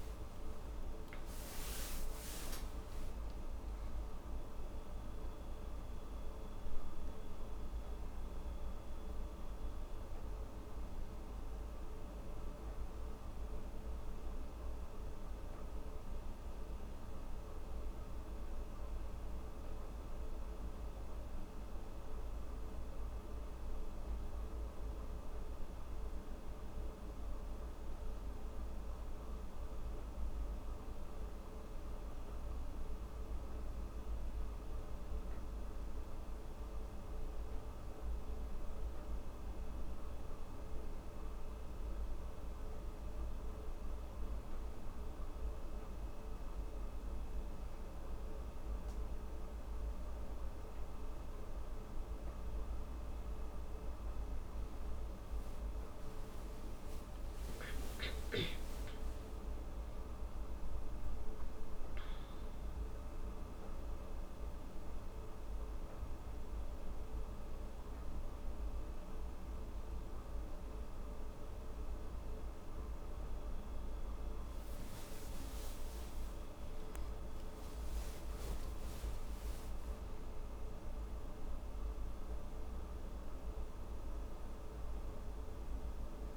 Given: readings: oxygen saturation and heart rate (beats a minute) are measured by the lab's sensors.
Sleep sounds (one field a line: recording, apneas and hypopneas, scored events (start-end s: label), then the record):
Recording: breathing in sleep, hard to hear, by a room microphone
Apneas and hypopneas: none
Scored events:
56.50-61.00 s: arousal
58.00-86.36 s: new sleep stage, N1 (lightest sleep)
From the record:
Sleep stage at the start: N2 (light sleep)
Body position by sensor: on the back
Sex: female